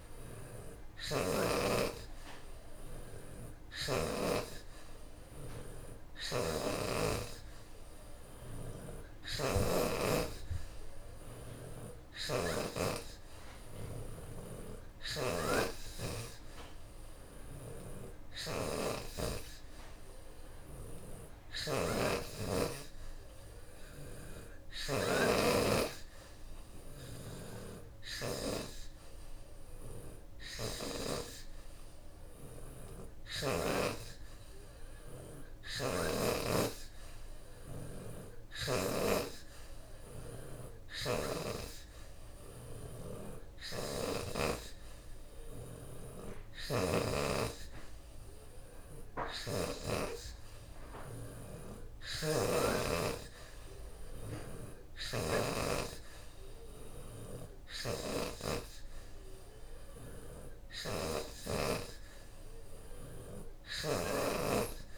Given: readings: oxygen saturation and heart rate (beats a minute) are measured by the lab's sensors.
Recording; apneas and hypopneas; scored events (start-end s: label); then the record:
breathing in sleep by a room microphone; none
0.00-3.00 s: oxygen desaturation (device-marked, oxygen 74% lowest, heart rate 80 extreme)
25.00-27.00 s: long interval between heartbeats (device-marked, heart rate 93 before, 83 extreme)
32.00-41.00 s: oxygen desaturation (device-marked, oxygen 75% before, 72% lowest, heart rate 91 before, 87 extreme)
35.50-37.50 s: long interval between heartbeats (device-marked, heart rate 90 before, 91 extreme)
From the record:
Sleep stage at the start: N3 (deep sleep); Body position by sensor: on the back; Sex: female